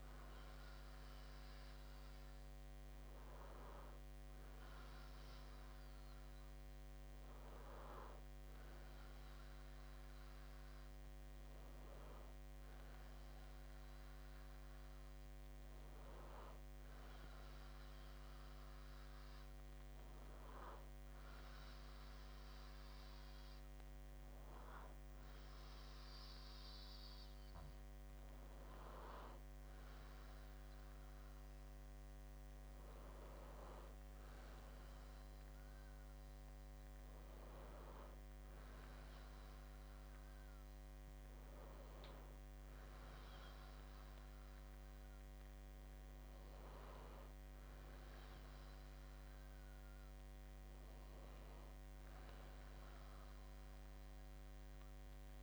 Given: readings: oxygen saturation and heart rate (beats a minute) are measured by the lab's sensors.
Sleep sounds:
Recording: breathing in sleep, hard to hear, by a microphone on the trachea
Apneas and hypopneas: none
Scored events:
none scored
From the record:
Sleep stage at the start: N2 (light sleep)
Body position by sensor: on the back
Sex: male

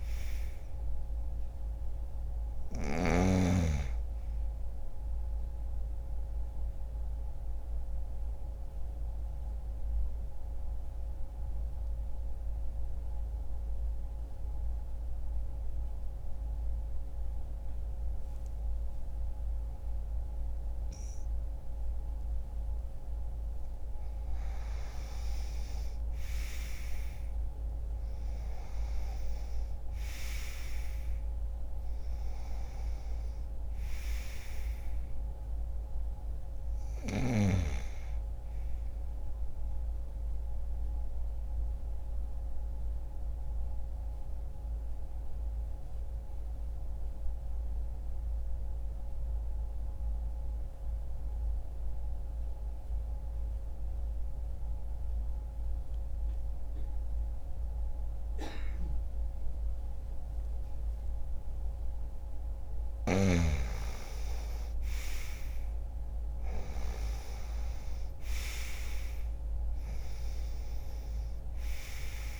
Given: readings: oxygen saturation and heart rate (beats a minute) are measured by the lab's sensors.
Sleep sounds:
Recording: breathing in sleep by a room microphone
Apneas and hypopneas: 2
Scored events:
0.00-2.50 s: snoring (device-marked)
5.00-23.50 s: obstructive apnea (oxygen 97% before, 90% lowest, heart rate 62 before, 60 extreme, up 0 after)
8.00-22.00 s: oxygen desaturation (device-marked, oxygen 96% before, 91% lowest, heart rate 61 before, 60 extreme)
25.50-30.00 s: arousal
39.50-61.50 s: obstructive apnea (oxygen 95% before, 90% lowest, heart rate 60 before, 60 extreme, up 0 after)
52.00-58.00 s: oxygen desaturation (device-marked, oxygen 94% before, 90% lowest, heart rate 60 before, 60 extreme)
64.00-69.00 s: arousal
From the record:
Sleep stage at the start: N2 (light sleep)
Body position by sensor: on the back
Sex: male

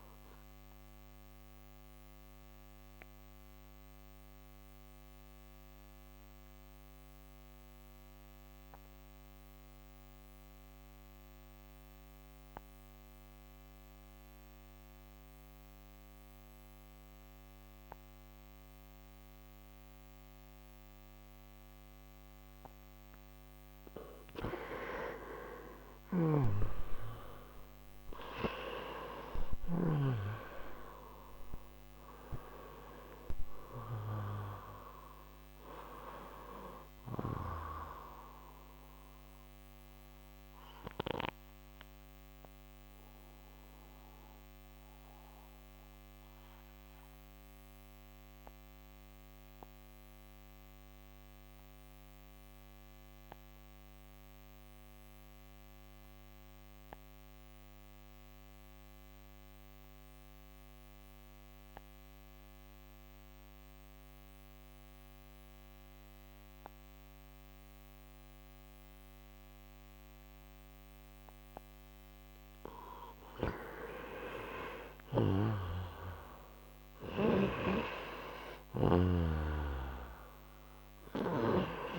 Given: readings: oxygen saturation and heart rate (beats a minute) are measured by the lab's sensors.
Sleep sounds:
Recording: breathing in sleep by a microphone on the trachea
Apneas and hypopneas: 2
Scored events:
0.50-23.50 s: oxygen desaturation (device-marked, oxygen 97% before, 90% lowest, heart rate 62 before, 58 extreme)
1.00-23.00 s: obstructive apnea (oxygen 97% before, 89% lowest, heart rate 62 before, 58 extreme, up 10 after)
26.00-28.50 s: arousal
40.50-57.50 s: oxygen desaturation (device-marked, oxygen 94% before, 89% lowest, heart rate 73 before, 55 extreme)
40.50-72.00 s: obstructive apnea (oxygen 95% before, 89% lowest, heart rate 73 before, 55 extreme, up 9 after)
74.00-78.00 s: arousal
76.50-81.99 s: oxygen desaturation (device-marked, oxygen 97% before, 89% lowest, heart rate 62 before, 56 extreme)
79.00-81.99 s: snoring (device-marked)
From the record:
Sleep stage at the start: N2 (light sleep)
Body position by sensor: on the right side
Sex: male

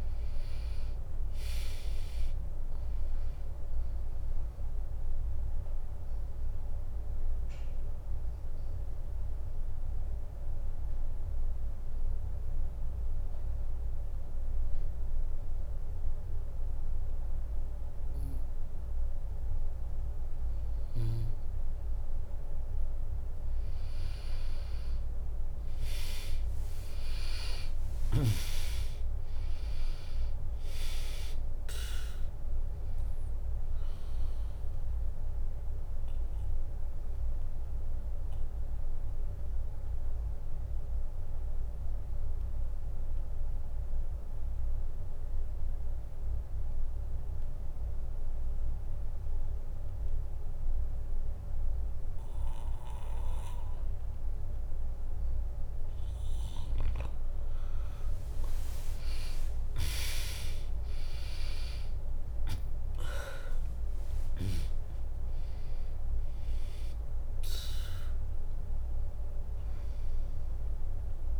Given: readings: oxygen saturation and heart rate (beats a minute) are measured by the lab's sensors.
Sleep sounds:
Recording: breathing in sleep by a room microphone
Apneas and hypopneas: 2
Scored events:
0.00-6.00 s: drop in pulse transit time (device-marked, heart rate 62 extreme)
0.00-19.00 s: oxygen desaturation (device-marked, oxygen 95% lowest, heart rate 59 extreme)
4.00-19.00 s: obstructive apnea (oxygen 99% before, 95% lowest, heart rate 67 before, 59 extreme, up 2 after)
21.00-25.00 s: bradycardia (device-marked, heart rate 66 before, 59 extreme)
27.00-30.50 s: arousal
27.00-39.00 s: drop in pulse transit time (device-marked, heart rate 63 before, 59 extreme)
37.50-55.50 s: obstructive apnea (oxygen 99% before, 95% lowest, heart rate 64 before, 59 extreme, up 0 after)
60.00-64.00 s: arousal
60.00-71.00 s: drop in pulse transit time (device-marked, heart rate 68 before, 61 extreme)
65.00-71.40 s: oxygen desaturation (device-marked, oxygen 99% before, 95% lowest, heart rate 65 before, 61 extreme)
From the record:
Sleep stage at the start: N2 (light sleep)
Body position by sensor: on the back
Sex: female

